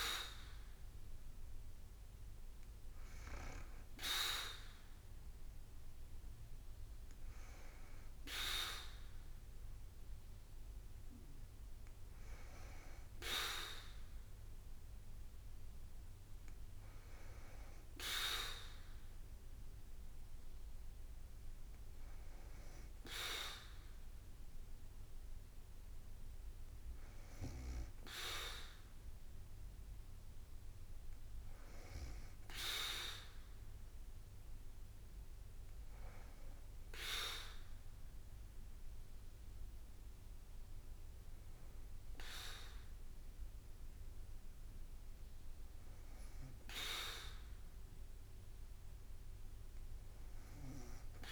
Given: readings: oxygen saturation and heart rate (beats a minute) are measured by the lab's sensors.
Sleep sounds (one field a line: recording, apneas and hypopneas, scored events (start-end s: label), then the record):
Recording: breathing in sleep by a room microphone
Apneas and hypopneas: none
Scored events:
0.00-4.00 s: drop in pulse transit time (device-marked, heart rate 60 extreme)
From the record:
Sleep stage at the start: N2 (light sleep)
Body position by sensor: on the back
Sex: female